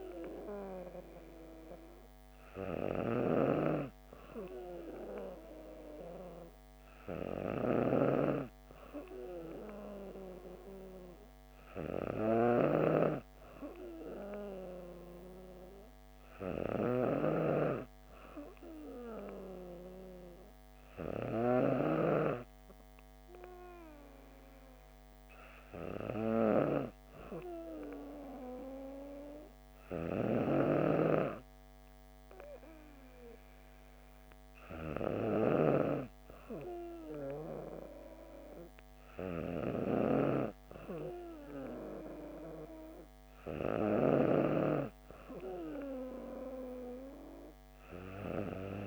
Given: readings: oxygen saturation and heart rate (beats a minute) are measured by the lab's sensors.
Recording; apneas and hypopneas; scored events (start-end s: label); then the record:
breathing in sleep by a microphone on the trachea; none
none scored
From the record:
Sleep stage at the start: N2 (light sleep); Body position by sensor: on the back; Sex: female